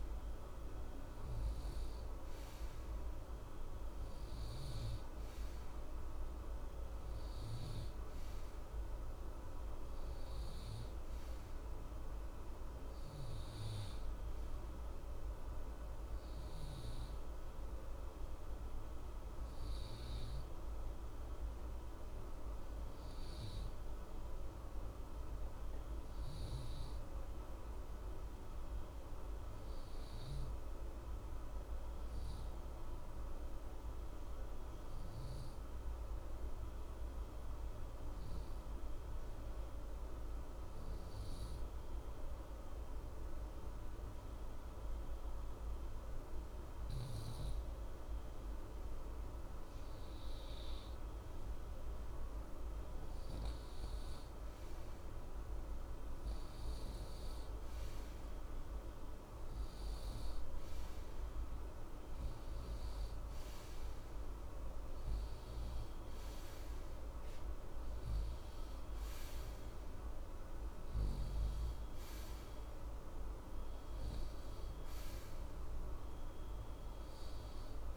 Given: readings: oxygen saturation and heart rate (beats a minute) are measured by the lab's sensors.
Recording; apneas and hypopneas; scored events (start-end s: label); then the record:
breathing in sleep, hard to hear, by a room microphone; 1
0.00-29.50 s: oxygen desaturation (device-marked, oxygen 89% lowest, heart rate 60 extreme)
27.00-47.50 s: obstructive apnea (oxygen 92% before, 89% lowest, heart rate 61 before, 60 extreme, up 1 after)
49.50-52.50 s: arousal
53.50-77.97 s: oxygen desaturation (device-marked, oxygen 94% before, 89% lowest, heart rate 61 before, 60 extreme)
From the record:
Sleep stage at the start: N2 (light sleep); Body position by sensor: on the right side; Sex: male